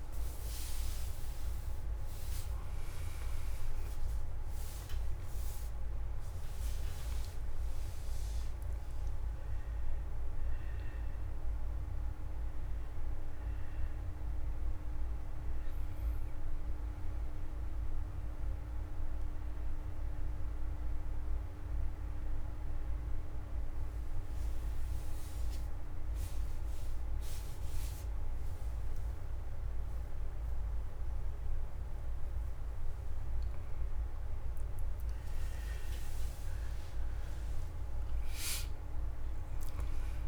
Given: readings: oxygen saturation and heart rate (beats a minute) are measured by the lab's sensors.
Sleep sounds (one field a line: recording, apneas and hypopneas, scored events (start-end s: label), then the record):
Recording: breathing in sleep, hard to hear, by a room microphone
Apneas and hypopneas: 1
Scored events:
1.50-9.50 s: oxygen desaturation (device-marked, oxygen 98% before, 95% lowest, heart rate 76 before, 110 extreme)
24.50-34.50 s: obstructive apnea (oxygen 98% before, 90% lowest, heart rate 136 before, 67 extreme)
36.00-39.50 s: arousal
From the record:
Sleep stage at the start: N1 (lightest sleep)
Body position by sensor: on the back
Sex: male